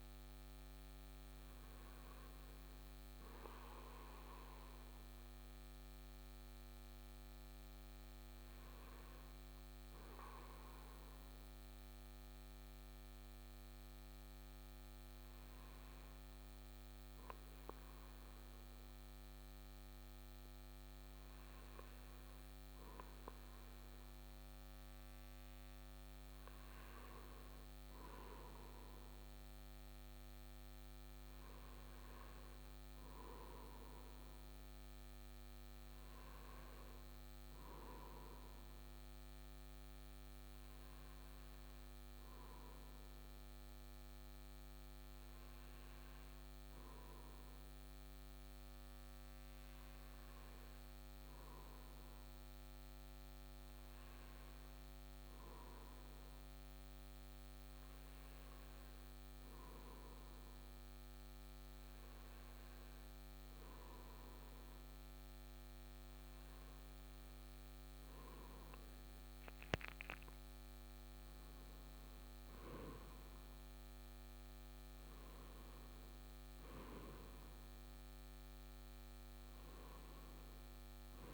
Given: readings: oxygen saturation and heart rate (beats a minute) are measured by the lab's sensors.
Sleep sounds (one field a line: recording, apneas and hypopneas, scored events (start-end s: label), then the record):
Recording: breathing in sleep, hard to hear, by a microphone on the trachea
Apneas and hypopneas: none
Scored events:
17.50-81.34 s: new sleep stage, N2 (light sleep)
From the record:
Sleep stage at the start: N1 (lightest sleep)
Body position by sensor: on the right side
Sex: male